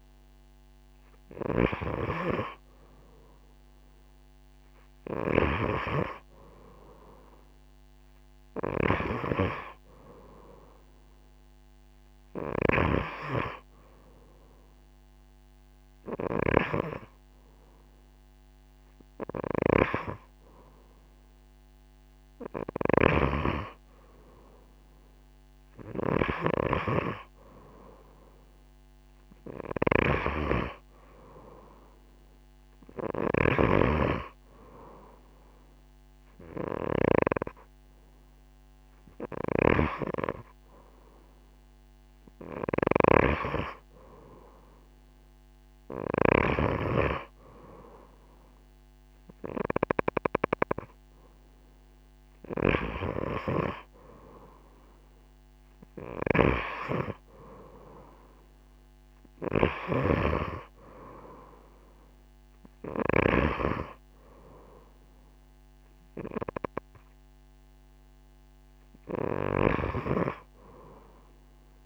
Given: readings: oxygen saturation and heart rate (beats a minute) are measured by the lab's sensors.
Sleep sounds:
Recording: breathing in sleep by a microphone on the trachea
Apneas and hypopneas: none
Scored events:
12.00-71.86 s: new sleep stage, N2 (light sleep)
54.00-62.00 s: oxygen desaturation (device-marked, oxygen 92% before, 89% lowest)
From the record:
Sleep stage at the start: N3 (deep sleep)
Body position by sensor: on the right side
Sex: female

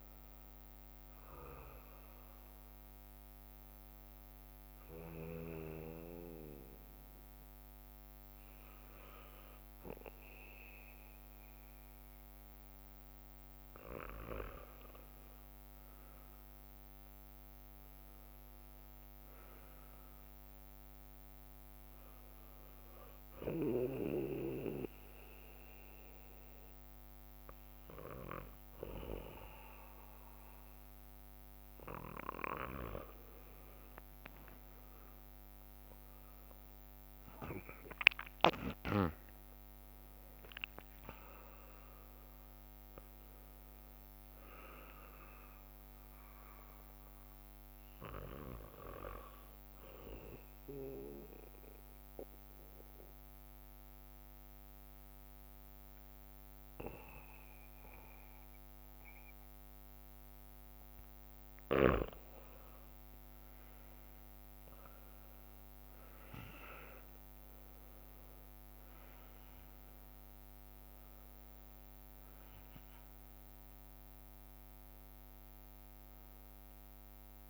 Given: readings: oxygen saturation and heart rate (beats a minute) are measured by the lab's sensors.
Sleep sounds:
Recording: breathing in sleep by a microphone on the trachea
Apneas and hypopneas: 3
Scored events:
0.00-2.00 s: leg movement (device-marked)
0.00-7.50 s: oxygen desaturation (device-marked, oxygen 94% lowest, heart rate 57 extreme)
2.50-7.50 s: leg movement (device-marked)
3.50-14.00 s: hypopnea (oxygen 97% before, 93% lowest, heart rate 62 before, 57 extreme, up 6 after)
6.50-18.50 s: drop in pulse transit time (device-marked, heart rate 62 before, 57 extreme)
7.50-14.50 s: bradycardia (device-marked, heart rate 61 before, 57 extreme)
15.00-16.50 s: leg movement (device-marked)
16.00-19.50 s: arousal
16.50-18.50 s: leg movement (device-marked)
23.50-31.50 s: bradycardia (device-marked, heart rate 61 before, 58 extreme)
23.50-33.50 s: hypopnea (oxygen 98% before, 92% lowest, heart rate 60 before, 58 extreme, up 8 after)
32.50-37.00 s: leg movement (device-marked)
35.50-40.50 s: arousal
46.50-60.50 s: bradycardia (device-marked, heart rate 62 before, 58 extreme)
50.50-61.00 s: mixed apnea (oxygen 97% before, 92% lowest, heart rate 62 before, 58 extreme, up 7 after)
52.50-64.50 s: drop in pulse transit time (device-marked, heart rate 62 before, 58 extreme)
61.50-70.50 s: leg movement (device-marked)
68.50-77.49 s: oxygen desaturation (device-marked, oxygen 97% before, 92% lowest, heart rate 59 before, 59 extreme)
From the record:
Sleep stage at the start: N2 (light sleep)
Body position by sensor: on the back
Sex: male

